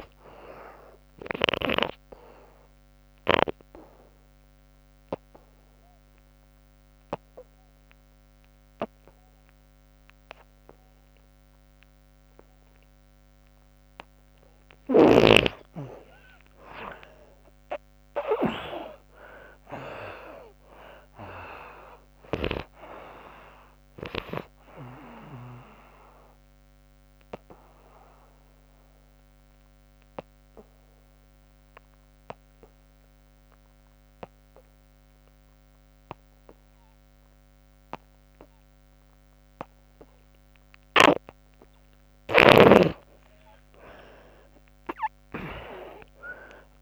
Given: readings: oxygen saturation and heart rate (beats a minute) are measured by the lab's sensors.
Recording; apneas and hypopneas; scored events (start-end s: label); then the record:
breathing in sleep by a microphone on the trachea; 2
0.00-10.50 s: oxygen desaturation (device-marked, oxygen 83% lowest, heart rate 69 extreme)
2.50-14.00 s: obstructive apnea (oxygen 97% before, 73% lowest, heart rate 82 before, 69 extreme, up 28 after)
15.00-19.00 s: arousal
18.50-36.50 s: oxygen desaturation (device-marked, oxygen 88% before, 73% lowest, heart rate 83 before, 69 extreme)
26.00-40.50 s: obstructive apnea (oxygen 90% before, 73% lowest, heart rate 89 before, 67 extreme, up 49 after)
38.50-46.82 s: oxygen desaturation (device-marked, oxygen 97% before, 74% lowest, heart rate 85 before, 67 extreme)
43.00-46.82 s: arousal
From the record:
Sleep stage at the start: N2 (light sleep); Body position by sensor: on the back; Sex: female